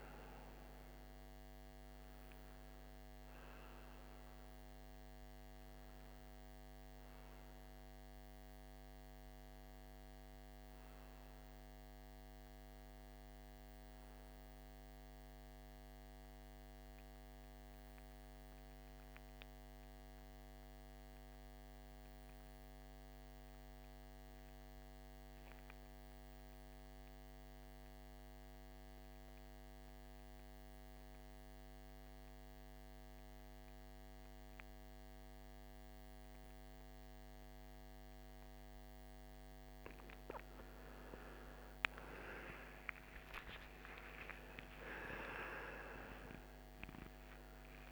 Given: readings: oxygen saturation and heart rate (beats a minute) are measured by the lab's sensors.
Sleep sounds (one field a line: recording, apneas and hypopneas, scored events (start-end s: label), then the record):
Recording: breathing in sleep by a microphone on the trachea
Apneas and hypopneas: 1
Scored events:
0.00-20.00 s: oxygen desaturation (device-marked, oxygen 88% lowest, heart rate 53 extreme)
16.00-39.00 s: central apnea (oxygen 97% before, 87% lowest, heart rate 64 before, 53 extreme, up 19 after)
37.00-47.92 s: oxygen desaturation (device-marked, oxygen 97% before, 87% lowest, heart rate 54 before, 53 extreme)
40.00-44.00 s: arousal
From the record:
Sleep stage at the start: N2 (light sleep)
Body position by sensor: on the right side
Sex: male